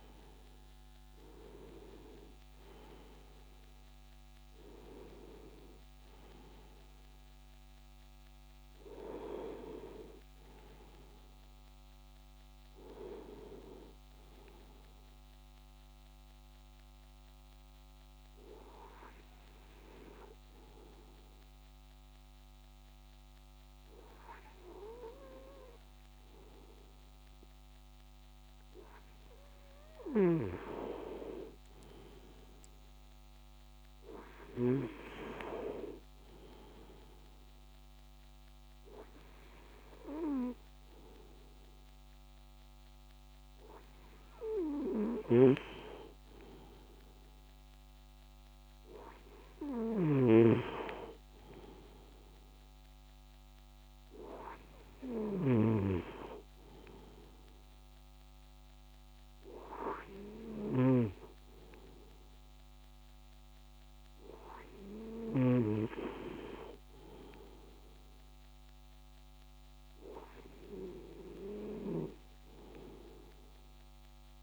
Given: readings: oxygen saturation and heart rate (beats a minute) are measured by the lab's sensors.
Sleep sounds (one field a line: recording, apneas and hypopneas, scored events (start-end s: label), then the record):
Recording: breathing in sleep by a microphone on the trachea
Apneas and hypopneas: 1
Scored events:
16.50-30.00 s: hypopnea (oxygen 96% before, 94% lowest)
31.50-35.50 s: arousal
From the record:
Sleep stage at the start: N2 (light sleep)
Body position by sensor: on the right side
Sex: male